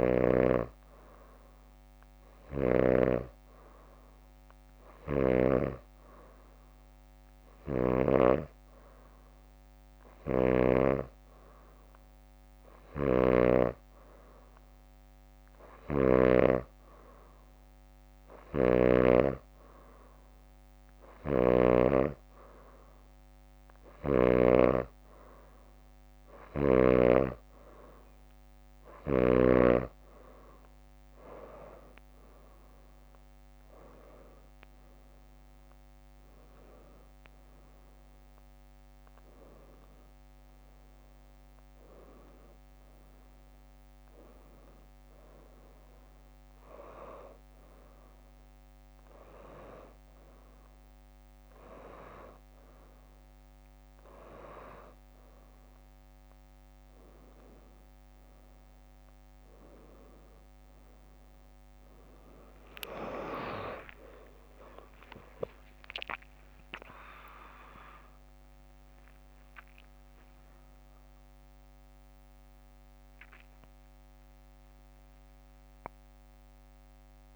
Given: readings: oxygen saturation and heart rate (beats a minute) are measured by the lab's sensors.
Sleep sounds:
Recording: breathing in sleep by a microphone on the trachea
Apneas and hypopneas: none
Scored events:
2.50-11.00 s: snoring (device-marked)
7.50-11.00 s: leg movement (device-marked)
13.00-16.50 s: snoring (device-marked)
21.00-24.50 s: snoring (device-marked)
37.00-40.50 s: arousal
62.00-77.36 s: new sleep stage, awake
65.00-77.36 s: drop in pulse transit time (device-marked, heart rate 74 before, 83 extreme)
From the record:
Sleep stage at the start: N2 (light sleep)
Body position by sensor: on the back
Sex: female

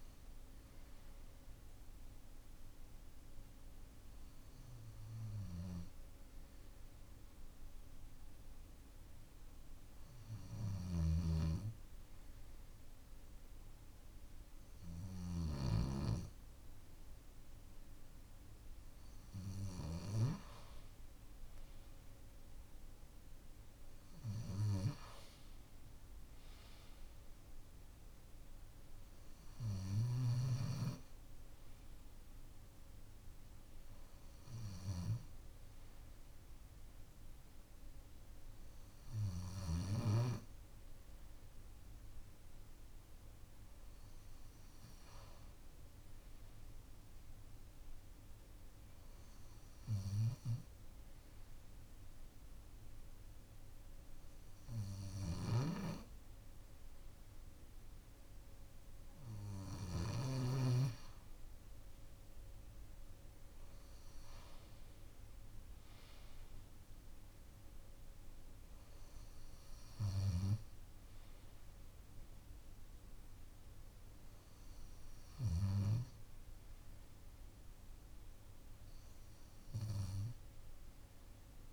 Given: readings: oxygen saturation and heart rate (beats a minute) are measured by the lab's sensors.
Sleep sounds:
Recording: breathing in sleep by a room microphone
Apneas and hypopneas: 2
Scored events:
2.50-16.00 s: hypopnea (oxygen 95% before, 92% lowest, heart rate 145 before, 95 extreme)
10.00-15.00 s: snoring (device-marked)
21.00-24.50 s: arousal
49.00-60.50 s: hypopnea (oxygen 95% before, 92% lowest, heart rate 127 before, 121 extreme)
54.50-60.00 s: snoring (device-marked)
62.50-67.00 s: arousal
From the record:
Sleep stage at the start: N2 (light sleep)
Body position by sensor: on the left side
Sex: male

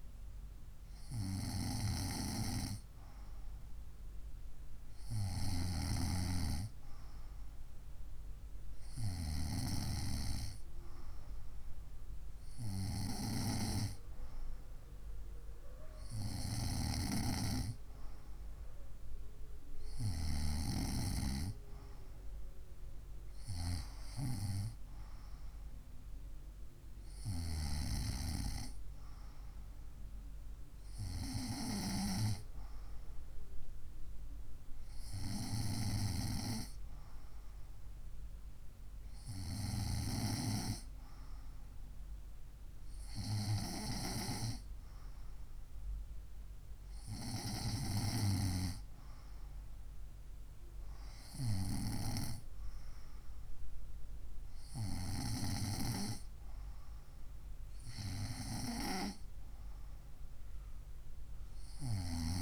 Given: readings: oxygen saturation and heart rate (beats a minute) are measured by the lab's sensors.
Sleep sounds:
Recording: breathing in sleep by a room microphone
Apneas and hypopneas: none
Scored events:
none scored
From the record:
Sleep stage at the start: N2 (light sleep)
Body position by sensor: on the right side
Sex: female

